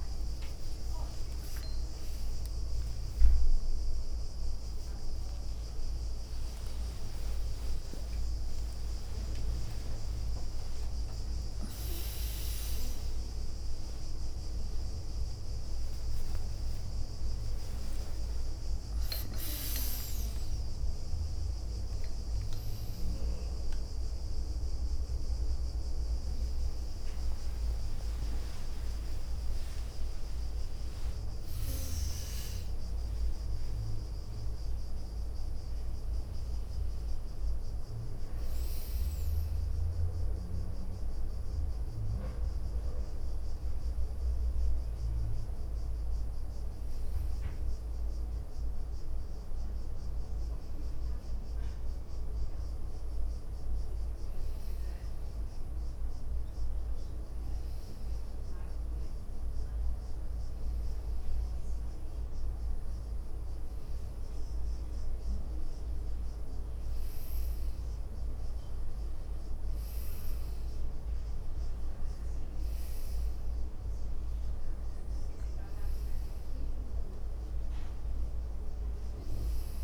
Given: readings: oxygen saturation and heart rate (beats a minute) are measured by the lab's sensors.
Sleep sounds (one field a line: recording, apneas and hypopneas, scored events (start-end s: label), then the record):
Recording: a person partly awake in a sleep study, hard to hear, by a room microphone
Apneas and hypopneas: none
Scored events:
0.00-1.00 s: leg movement (device-marked)
4.50-11.50 s: tachycardia (device-marked, heart rate 72 before, 148 extreme)
7.50-9.50 s: long interval between heartbeats (device-marked, heart rate 84 before, 109 extreme)
8.50-15.50 s: leg movement (device-marked)
9.50-11.50 s: long interval between heartbeats (device-marked, heart rate 88 before, 138 extreme)
19.50-25.00 s: leg movement (device-marked)
20.00-22.00 s: long interval between heartbeats (device-marked, heart rate 99 before, 97 extreme)
24.50-35.50 s: tachycardia (device-marked, heart rate 72 before, 187 extreme)
27.00-36.00 s: leg movement (device-marked)
29.00-31.00 s: long interval between heartbeats (device-marked, heart rate 103 before, 129 extreme)
32.50-34.50 s: long interval between heartbeats (device-marked, heart rate 104 before, 169 extreme)
38.50-79.84 s: new sleep stage, N1 (lightest sleep)
39.00-41.00 s: leg movement (device-marked)
56.50-57.50 s: leg movement (device-marked)
65.50-67.00 s: leg movement (device-marked)
69.00-70.00 s: leg movement (device-marked)
77.00-78.50 s: leg movement (device-marked)
From the record:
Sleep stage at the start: awake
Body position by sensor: on the right side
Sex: female